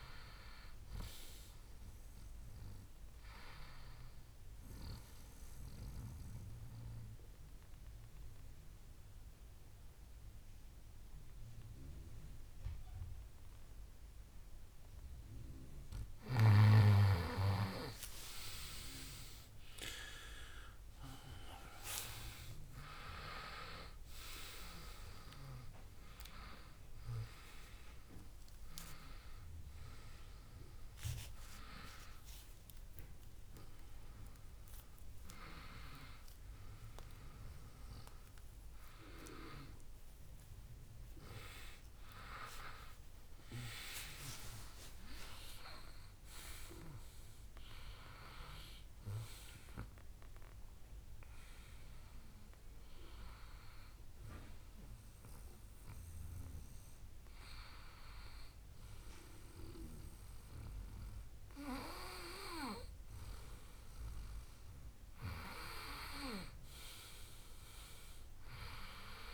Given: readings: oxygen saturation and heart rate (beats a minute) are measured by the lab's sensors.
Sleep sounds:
breathing in sleep by a room microphone; 1
4.00-16.50 s: obstructive apnea (oxygen 97% before, 95% lowest, heart rate 81 before, 67 extreme, up 14 after)
19.00-23.00 s: arousal
43.50-45.50 s: long interval between heartbeats (device-marked, heart rate 81 before, 84 extreme)
44.00-48.50 s: arousal
From the record:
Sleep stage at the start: N2 (light sleep); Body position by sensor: on the right side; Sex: male

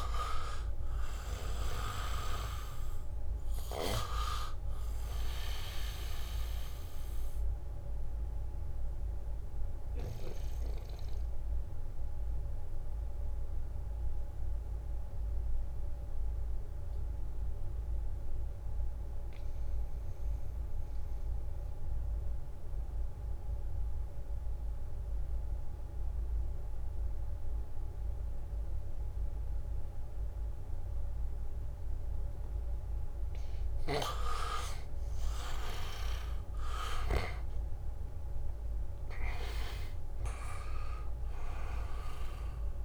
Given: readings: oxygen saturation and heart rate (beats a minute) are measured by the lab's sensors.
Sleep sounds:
breathing in sleep by a room microphone; 1
0.00-19.50 s: oxygen desaturation (device-marked, oxygen 89% lowest, heart rate 69 extreme)
4.00-10.00 s: leg movement (device-marked)
10.00-32.50 s: obstructive apnea (oxygen 98% before, 82% lowest, heart rate 78 before, 69 extreme, up 1 after)
31.50-33.00 s: leg movement (device-marked)
31.50-42.85 s: oxygen desaturation (device-marked, oxygen 98% before, 82% lowest, heart rate 77 before, 68 extreme)
34.50-39.00 s: arousal
From the record:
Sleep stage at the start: N2 (light sleep); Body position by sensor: on the back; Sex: male

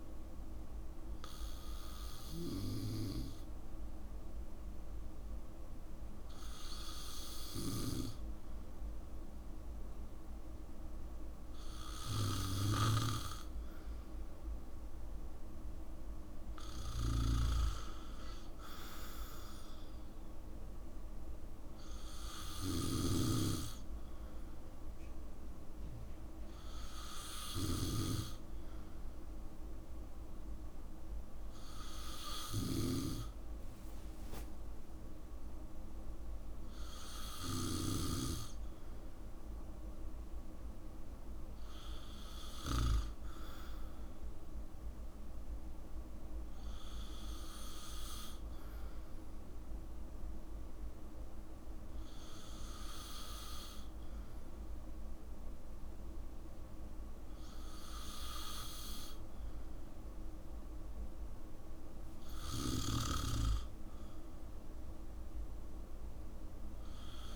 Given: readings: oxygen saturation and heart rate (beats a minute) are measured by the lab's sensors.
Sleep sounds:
breathing in sleep by a room microphone; none
34.00-36.00 s: long interval between heartbeats (device-marked, heart rate 63 before, 95 extreme)
From the record:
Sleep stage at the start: N2 (light sleep); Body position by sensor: on the back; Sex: male

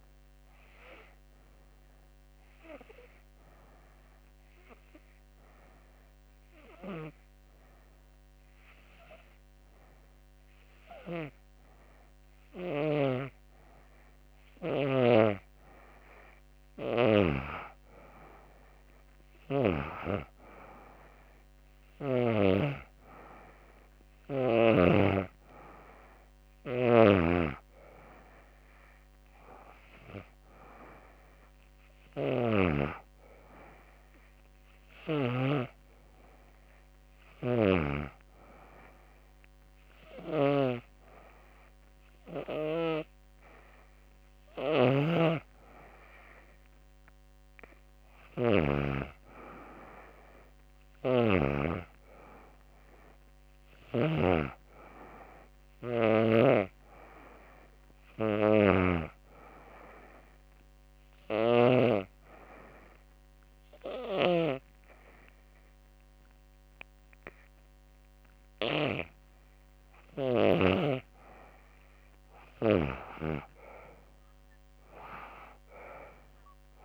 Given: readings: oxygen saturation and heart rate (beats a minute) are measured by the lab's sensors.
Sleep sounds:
breathing in sleep by a microphone on the trachea; 2
0.00-13.00 s: oxygen desaturation (device-marked, oxygen 87% lowest, heart rate 84 extreme)
1.00-13.50 s: hypopnea (oxygen 95% before, 87% lowest, heart rate 81 before, 84 extreme, up 2 after)
15.50-19.50 s: arousal
60.50-70.50 s: obstructive apnea (oxygen 95% before, 89% lowest, heart rate 87 before, 83 extreme, up 4 after)
72.00-75.00 s: arousal
74.00-76.85 s: oxygen desaturation (device-marked, oxygen 94% before, 89% lowest, heart rate 86 before, 83 extreme)
From the record:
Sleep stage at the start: N2 (light sleep); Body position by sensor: on the back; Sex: female

